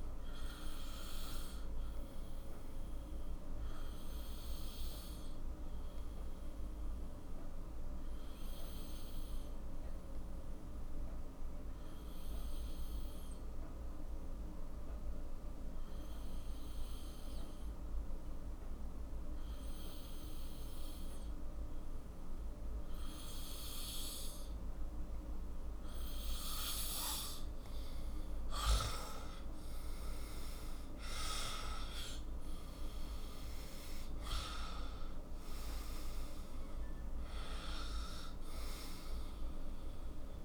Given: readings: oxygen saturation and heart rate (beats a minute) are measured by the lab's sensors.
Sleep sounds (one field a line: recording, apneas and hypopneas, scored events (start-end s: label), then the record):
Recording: breathing in sleep by a room microphone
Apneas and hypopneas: 1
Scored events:
0.00-4.50 s: oxygen desaturation (device-marked, oxygen 92% lowest, heart rate 46 extreme)
3.00-27.50 s: obstructive apnea (oxygen 97% before, 92% lowest, heart rate 59 before, 45 extreme, up 11 after)
28.50-40.45 s: oxygen desaturation (device-marked, oxygen 97% before, 92% lowest, heart rate 50 before, 45 extreme)
30.00-34.00 s: arousal
From the record:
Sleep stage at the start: N2 (light sleep)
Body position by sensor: on the back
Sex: male